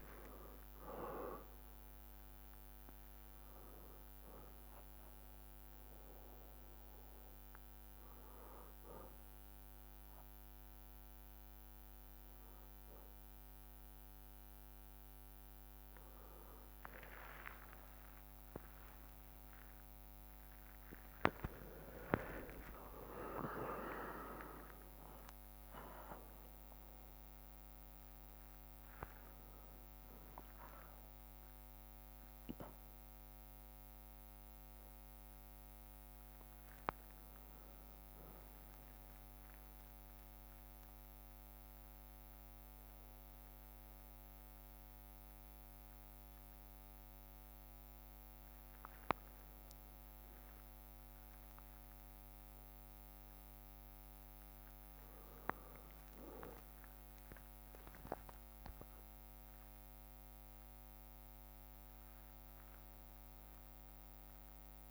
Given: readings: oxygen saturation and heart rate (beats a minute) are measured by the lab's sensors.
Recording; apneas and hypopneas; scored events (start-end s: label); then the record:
a person partly awake in a sleep study, by a microphone on the trachea; 1
0.00-8.50 s: drop in pulse transit time (device-marked, heart rate 63 extreme)
5.50-35.50 s: new sleep stage, awake
15.50-21.50 s: tachycardia (device-marked, heart rate 60 before, 119 extreme)
16.00-18.00 s: long interval between heartbeats (device-marked, heart rate 66 before, 71 extreme)
18.00-20.00 s: long interval between heartbeats (device-marked, heart rate 66 before, 96 extreme)
20.50-33.50 s: drop in pulse transit time (device-marked, heart rate 71 before, 63 extreme)
21.00-23.00 s: long interval between heartbeats (device-marked, heart rate 71 before, 119 extreme)
35.50-64.91 s: new sleep stage, N1 (lightest sleep)
38.50-48.50 s: central apnea (oxygen 99% before, 96% lowest, heart rate 80 before, 58 extreme, up 2 after)
39.50-52.50 s: bradycardia (device-marked, heart rate 61 before, 58 extreme)
52.50-57.00 s: arousal
53.50-64.50 s: drop in pulse transit time (device-marked, heart rate 59 before, 59 extreme)
From the record:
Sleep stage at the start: N2 (light sleep); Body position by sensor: on the back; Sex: male